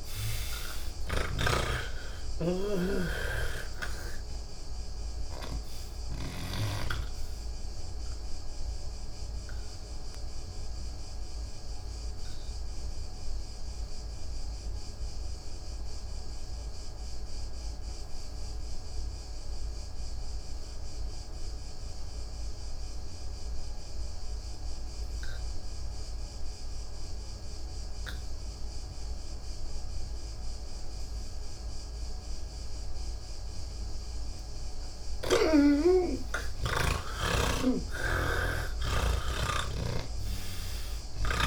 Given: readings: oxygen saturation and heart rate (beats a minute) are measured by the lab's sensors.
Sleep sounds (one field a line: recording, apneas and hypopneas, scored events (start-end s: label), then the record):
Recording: breathing in sleep by a room microphone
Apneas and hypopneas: 1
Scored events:
0.00-7.50 s: snoring (device-marked)
0.00-21.00 s: oxygen desaturation (device-marked, oxygen 79% lowest, heart rate 84 extreme)
11.00-34.50 s: obstructive apnea (oxygen 98% before, 79% lowest, heart rate 128 before, 84 extreme)
25.00-41.47 s: oxygen desaturation (device-marked, oxygen 98% before, 79% lowest, heart rate 122 before, 58 extreme)
From the record:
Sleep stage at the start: N2 (light sleep)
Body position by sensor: on the back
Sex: male